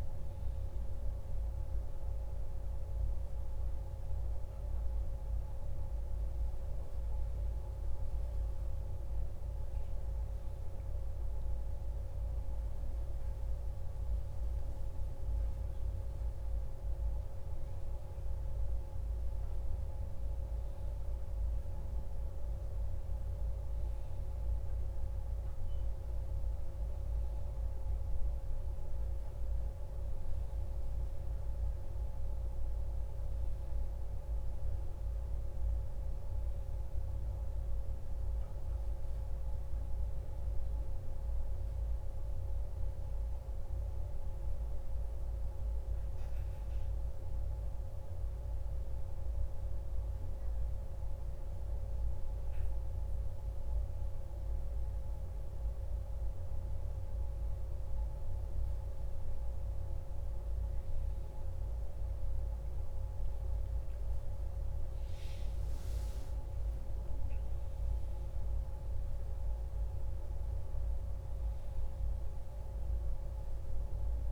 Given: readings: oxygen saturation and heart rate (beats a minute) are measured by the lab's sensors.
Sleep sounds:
breathing in sleep, hard to hear, by a room microphone; none
63.50-68.00 s: arousal
From the record:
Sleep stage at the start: N1 (lightest sleep); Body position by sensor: on the back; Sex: male

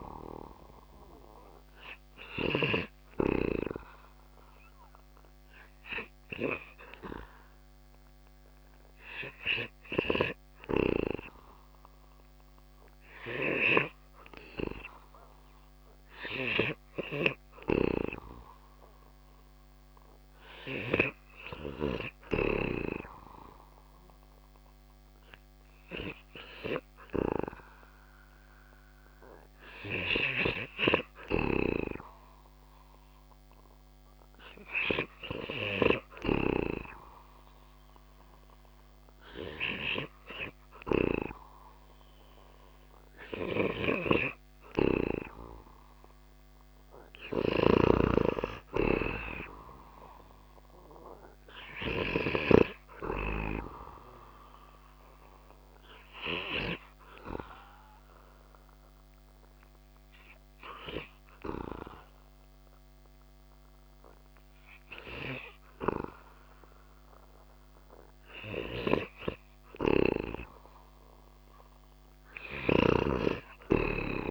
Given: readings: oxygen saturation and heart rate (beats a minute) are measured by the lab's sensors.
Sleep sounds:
breathing in sleep by a microphone on the trachea; 2
0.00-2.00 s: snoring (device-marked)
1.00-16.50 s: hypopnea (oxygen 96% before, 94% lowest)
19.50-23.50 s: arousal
46.00-74.31 s: new sleep stage, REM sleep
46.50-50.50 s: arousal
46.50-51.50 s: snoring (device-marked)
56.00-69.50 s: hypopnea (oxygen 97% before, 93% lowest)
71.50-74.31 s: arousal
From the record:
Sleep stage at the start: N2 (light sleep); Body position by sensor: on the back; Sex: male

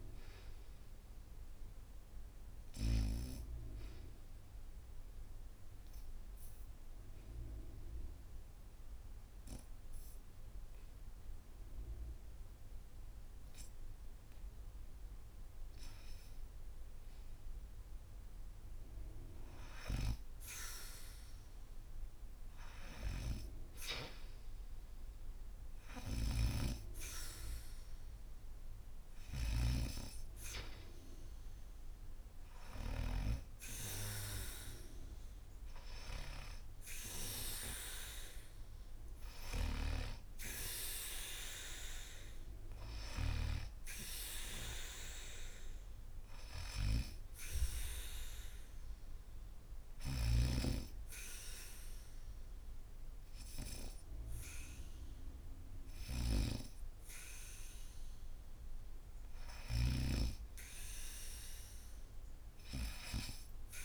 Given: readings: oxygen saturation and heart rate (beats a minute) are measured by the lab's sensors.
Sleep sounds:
breathing in sleep by a room microphone; 1
0.00-10.00 s: oxygen desaturation (device-marked, oxygen 88% lowest, heart rate 69 extreme)
4.00-15.00 s: obstructive apnea (oxygen 95% before, 83% lowest, heart rate 76 before, 69 extreme)
19.50-23.50 s: arousal
25.50-32.50 s: snoring (device-marked)
26.00-49.00 s: oxygen desaturation (device-marked, oxygen 96% before, 83% lowest, heart rate 74 before, 76 extreme)
39.00-43.00 s: snoring (device-marked)
49.50-59.50 s: snoring (device-marked)
55.00-59.00 s: arousal
From the record:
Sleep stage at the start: N2 (light sleep); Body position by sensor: on the back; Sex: female

